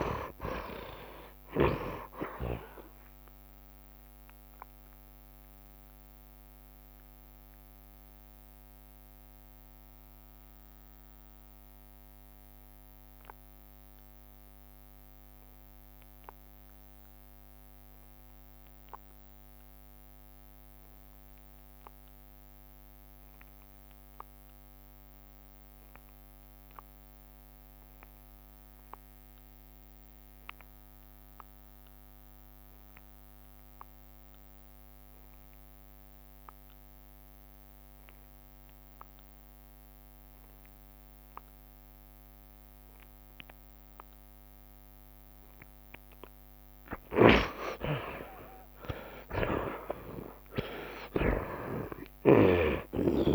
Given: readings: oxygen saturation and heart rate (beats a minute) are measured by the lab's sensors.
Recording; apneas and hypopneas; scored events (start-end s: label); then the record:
breathing in sleep by a microphone on the trachea; 1
0.00-1.50 s: arousal
0.00-19.50 s: oxygen desaturation (device-marked, oxygen 48% lowest, heart rate 40 extreme)
2.50-4.50 s: long interval between heartbeats (device-marked, heart rate 82 before, 66 extreme)
3.50-10.50 s: bradycardia (device-marked, heart rate 85 before, 40 extreme)
4.50-46.00 s: mixed apnea (oxygen 82% before, 48% lowest)
21.50-53.35 s: oxygen desaturation (device-marked, oxygen 84% before, 49% lowest)
46.50-52.50 s: tachycardia (device-marked, heart rate 84 before, 126 extreme)
47.50-52.00 s: arousal
47.50-53.00 s: snoring (device-marked)
50.00-52.00 s: long interval between heartbeats (device-marked, heart rate 77 before, 106 extreme)
From the record:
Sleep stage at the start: N2 (light sleep); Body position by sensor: on the right side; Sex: male